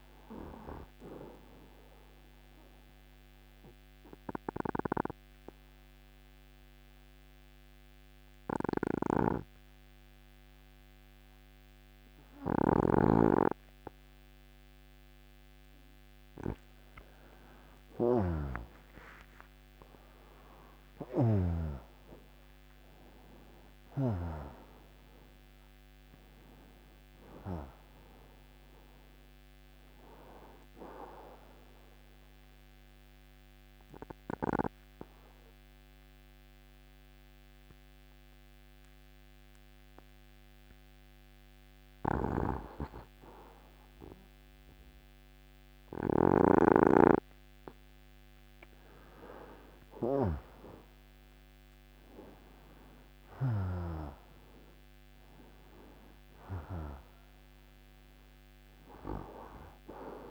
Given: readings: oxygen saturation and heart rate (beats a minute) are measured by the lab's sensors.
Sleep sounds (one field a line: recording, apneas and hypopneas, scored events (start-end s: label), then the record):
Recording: breathing in sleep by a microphone on the trachea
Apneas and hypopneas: 2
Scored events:
1.00-14.50 s: hypopnea (oxygen 93% before, 89% lowest)
17.50-23.00 s: arousal
27.50-42.50 s: oxygen desaturation (device-marked, oxygen 94% before, 89% lowest)
32.00-46.50 s: hypopnea (oxygen 96% before, 90% lowest)
48.50-51.50 s: arousal
57.50-60.31 s: oxygen desaturation (device-marked, oxygen 94% before, 90% lowest)
From the record:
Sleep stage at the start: N2 (light sleep)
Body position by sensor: on the left side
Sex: male